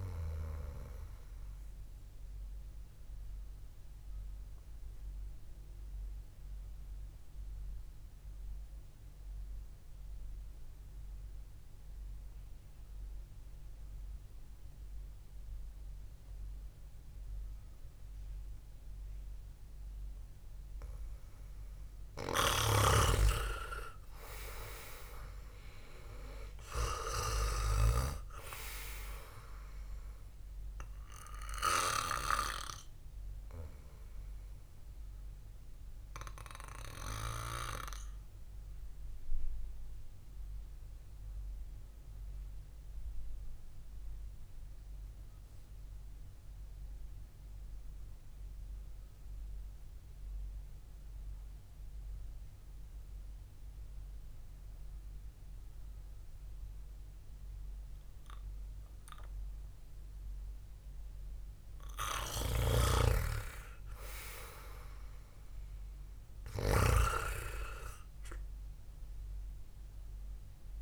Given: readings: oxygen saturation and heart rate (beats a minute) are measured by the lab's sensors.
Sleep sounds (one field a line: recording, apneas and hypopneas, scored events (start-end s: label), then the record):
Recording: breathing in sleep by a room microphone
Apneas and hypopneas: 2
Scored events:
0.00-17.00 s: oxygen desaturation (device-marked, oxygen 88% lowest, heart rate 62 extreme)
2.00-20.50 s: obstructive apnea (oxygen 99% before, 88% lowest, heart rate 69 before, 62 extreme, up 3 after)
23.50-28.50 s: arousal
29.00-51.00 s: oxygen desaturation (device-marked, oxygen 98% before, 89% lowest, heart rate 68 before, 58 extreme)
34.00-60.00 s: obstructive apnea (oxygen 98% before, 88% lowest, heart rate 67 before, 58 extreme, up 1 after)
63.00-68.00 s: arousal
69.00-70.82 s: oxygen desaturation (device-marked, oxygen 96% before, 88% lowest, heart rate 66 before, 66 extreme)
From the record:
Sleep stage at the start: REM sleep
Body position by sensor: on the back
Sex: male